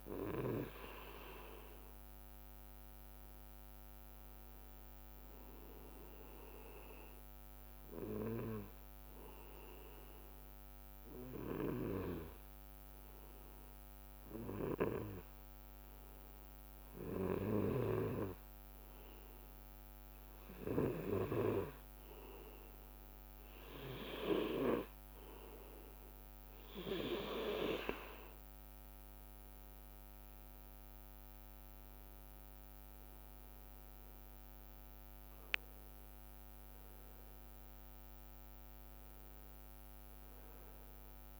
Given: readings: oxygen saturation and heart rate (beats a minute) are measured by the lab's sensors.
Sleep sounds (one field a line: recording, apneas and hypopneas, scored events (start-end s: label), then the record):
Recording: breathing in sleep by a microphone on the trachea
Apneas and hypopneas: 1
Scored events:
5.00-21.00 s: oxygen desaturation (device-marked, oxygen 99% before, 96% lowest, heart rate 60 before, 39 extreme)
8.00-19.50 s: hypopnea (oxygen 99% before, 94% lowest, heart rate 60 before, 39 extreme, up 7 after)
15.50-17.50 s: long interval between heartbeats (device-marked, heart rate 58 before, 57 extreme)
18.50-20.50 s: long interval between heartbeats (device-marked, heart rate 57 before, 50 extreme)
23.00-27.50 s: arousal
30.00-38.00 s: oxygen desaturation (device-marked, oxygen 98% before, 94% lowest, heart rate 51 before, 52 extreme)
From the record:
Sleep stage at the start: N2 (light sleep)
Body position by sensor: on the back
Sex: male